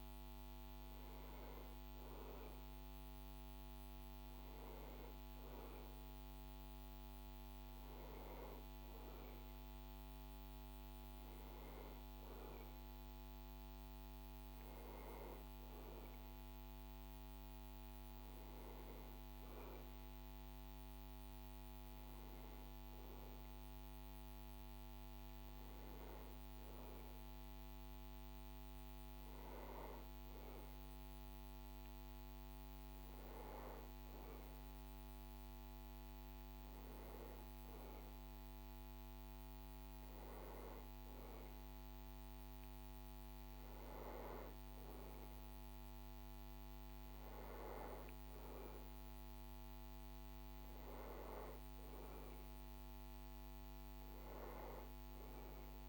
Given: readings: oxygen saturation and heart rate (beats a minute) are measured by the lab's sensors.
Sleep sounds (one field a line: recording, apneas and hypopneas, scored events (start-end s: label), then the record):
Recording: breathing in sleep, hard to hear, by a microphone on the trachea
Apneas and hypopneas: none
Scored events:
none scored
From the record:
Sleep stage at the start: N1 (lightest sleep)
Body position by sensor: on the back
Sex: male